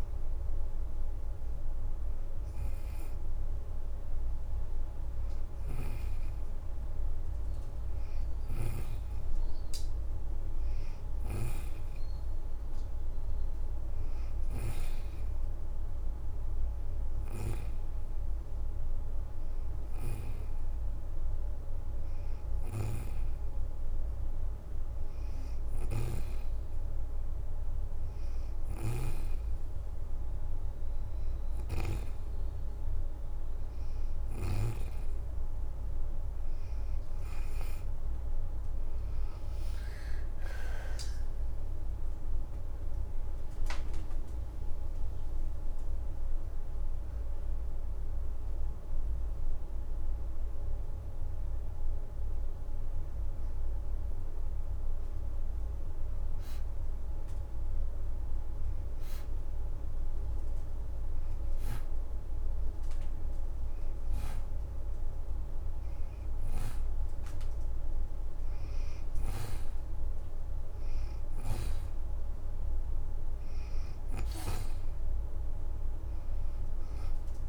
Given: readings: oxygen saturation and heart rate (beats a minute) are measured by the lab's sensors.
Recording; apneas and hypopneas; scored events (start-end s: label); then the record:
breathing in sleep by a room microphone; 2
0.00-13.00 s: oxygen desaturation (device-marked, oxygen 85% lowest, heart rate 73 extreme)
5.00-29.00 s: snoring (device-marked)
13.00-16.00 s: arousal
18.50-32.50 s: hypopnea (oxygen 94% before, 85% lowest, heart rate 79 before, 70 extreme, up 11 after)
23.00-41.00 s: oxygen desaturation (device-marked, oxygen 94% before, 87% lowest, heart rate 78 before, 70 extreme)
31.00-34.50 s: snoring (device-marked)
37.00-43.50 s: arousal
47.00-58.00 s: oxygen desaturation (device-marked, oxygen 88% before, 85% lowest, heart rate 77 before, 70 extreme)
54.00-72.00 s: hypopnea (oxygen 90% before, 85% lowest, heart rate 77 before, 80 extreme, up 3 after)
73.00-77.49 s: oxygen desaturation (device-marked, oxygen 95% before, 87% lowest, heart rate 79 before, 73 extreme)
75.00-77.49 s: arousal
From the record:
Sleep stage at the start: N2 (light sleep); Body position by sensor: on the back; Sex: female